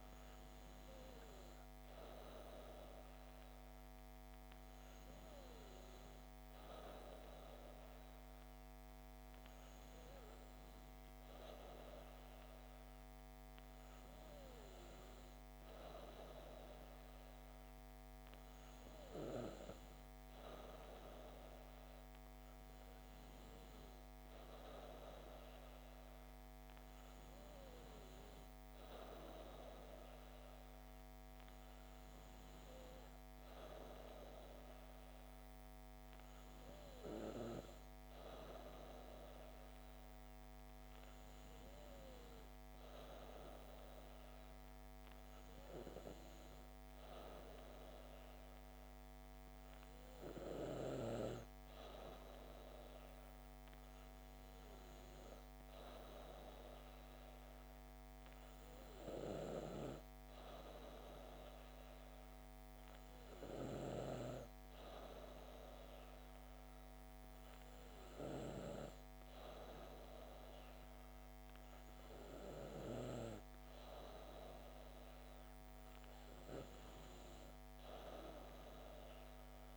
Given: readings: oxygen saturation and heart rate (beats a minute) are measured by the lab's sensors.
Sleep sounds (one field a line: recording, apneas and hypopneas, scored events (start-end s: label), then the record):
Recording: breathing in sleep by a microphone on the trachea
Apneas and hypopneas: none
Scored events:
none scored
From the record:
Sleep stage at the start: N2 (light sleep)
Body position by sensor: on the back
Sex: female